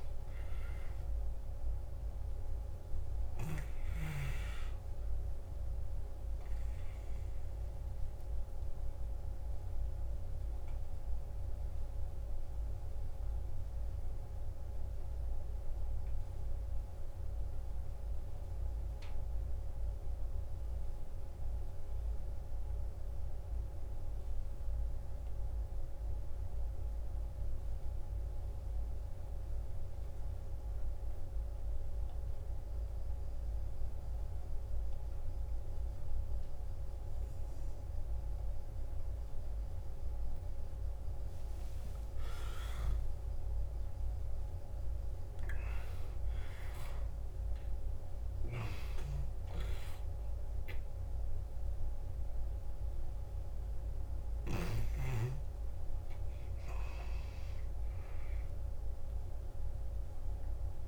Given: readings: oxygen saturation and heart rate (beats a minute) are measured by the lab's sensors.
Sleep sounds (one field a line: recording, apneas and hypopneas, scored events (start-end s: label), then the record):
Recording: breathing in sleep, hard to hear, by a room microphone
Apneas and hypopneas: 1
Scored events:
0.00-20.50 s: oxygen desaturation (device-marked, oxygen 91% lowest, heart rate 52 extreme)
6.50-42.00 s: obstructive apnea (oxygen 98% before, 89% lowest, heart rate 62 before, 52 extreme, up 16 after)
33.50-60.87 s: oxygen desaturation (device-marked, oxygen 97% before, 89% lowest, heart rate 53 before, 53 extreme)
42.50-46.50 s: arousal
From the record:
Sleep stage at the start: N2 (light sleep)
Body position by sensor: on the back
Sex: male